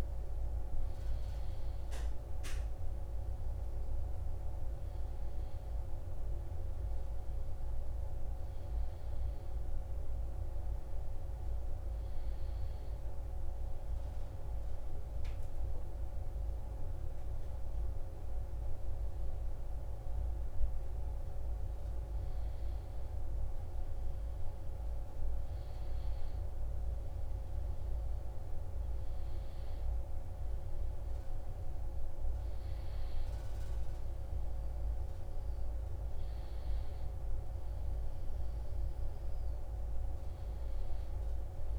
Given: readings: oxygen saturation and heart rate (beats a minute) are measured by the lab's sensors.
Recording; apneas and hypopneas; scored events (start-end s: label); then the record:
breathing in sleep, hard to hear, by a room microphone; none
10.50-15.00 s: arousal
From the record:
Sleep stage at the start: N2 (light sleep); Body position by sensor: on the right side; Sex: male